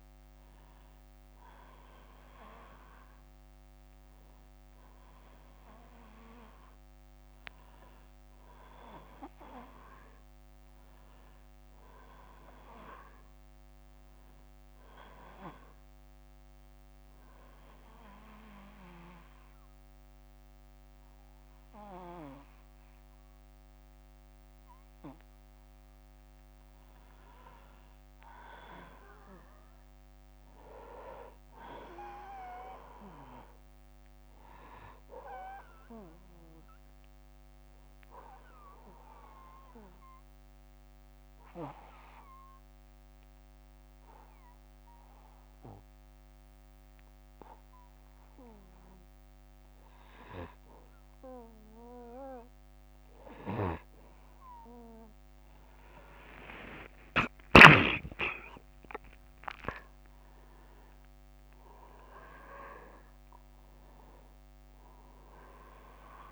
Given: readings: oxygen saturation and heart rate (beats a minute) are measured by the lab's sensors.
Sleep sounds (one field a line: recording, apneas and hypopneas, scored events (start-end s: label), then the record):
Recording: breathing in sleep by a microphone on the trachea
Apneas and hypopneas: 1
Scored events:
27.00-31.00 s: arousal
34.00-48.00 s: oxygen desaturation (device-marked, oxygen 96% before, 93% lowest)
38.00-51.00 s: obstructive apnea (oxygen 97% before, 92% lowest)
55.50-60.00 s: arousal
60.00-66.32 s: oxygen desaturation (device-marked, oxygen 96% before, 92% lowest)
From the record:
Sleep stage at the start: N2 (light sleep)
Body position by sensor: on the back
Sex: male